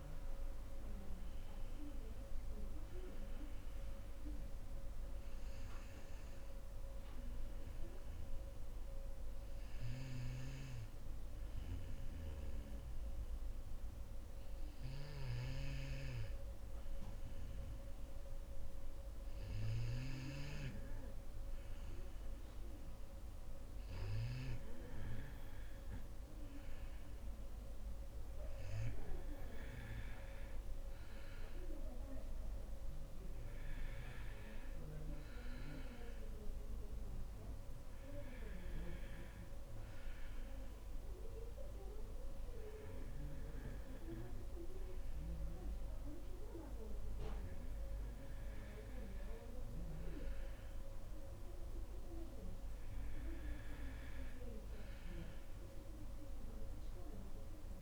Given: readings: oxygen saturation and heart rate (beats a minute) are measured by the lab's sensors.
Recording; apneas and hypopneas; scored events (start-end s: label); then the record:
breathing in sleep by a room microphone; 1
0.00-18.00 s: oxygen desaturation (device-marked, oxygen 91% lowest, heart rate 57 extreme)
7.50-27.00 s: hypopnea (oxygen 95% before, 89% lowest, heart rate 62 before, 58 extreme, up 4 after)
29.00-54.00 s: oxygen desaturation (device-marked, oxygen 96% before, 89% lowest, heart rate 61 before, 58 extreme)
29.50-33.00 s: arousal
From the record:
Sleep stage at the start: N2 (light sleep); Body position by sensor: on the back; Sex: female